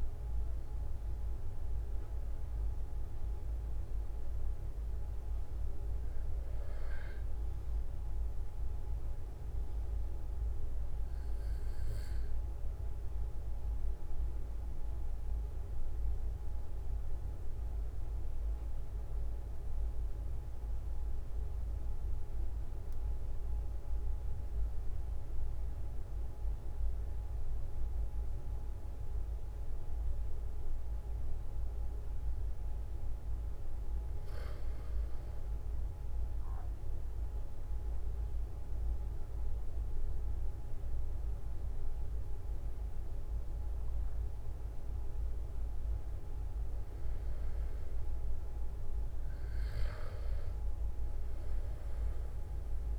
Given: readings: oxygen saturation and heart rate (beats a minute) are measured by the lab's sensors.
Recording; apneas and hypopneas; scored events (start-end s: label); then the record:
breathing in sleep, hard to hear, by a room microphone; 1
11.00-34.50 s: obstructive apnea (oxygen 97% before, 92% lowest, heart rate 47 before, 42 extreme, up 3 after)
37.00-41.50 s: arousal
41.00-52.99 s: oxygen desaturation (device-marked, oxygen 97% before, 92% lowest, heart rate 45 before, 43 extreme)
From the record:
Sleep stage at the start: N2 (light sleep); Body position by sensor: on the back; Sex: male